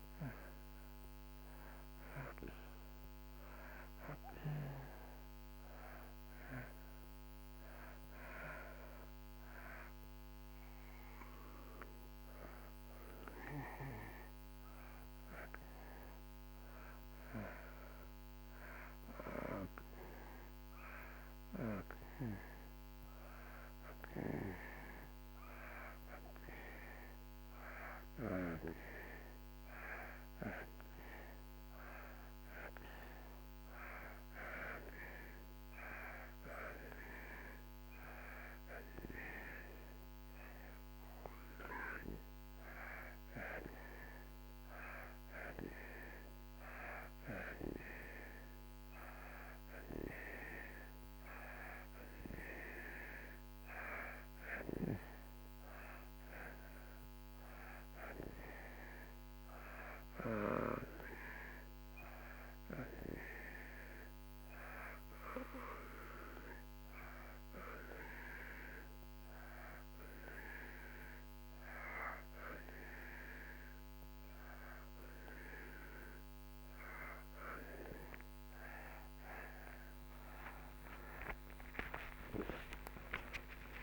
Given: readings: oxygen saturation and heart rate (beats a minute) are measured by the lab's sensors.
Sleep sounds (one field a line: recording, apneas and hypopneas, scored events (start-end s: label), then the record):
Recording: breathing in sleep by a microphone on the trachea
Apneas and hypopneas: 1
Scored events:
65.00-77.50 s: hypopnea (oxygen 91% before, 89% lowest)
80.50-83.83 s: arousal
From the record:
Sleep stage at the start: N2 (light sleep)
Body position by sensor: on the back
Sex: male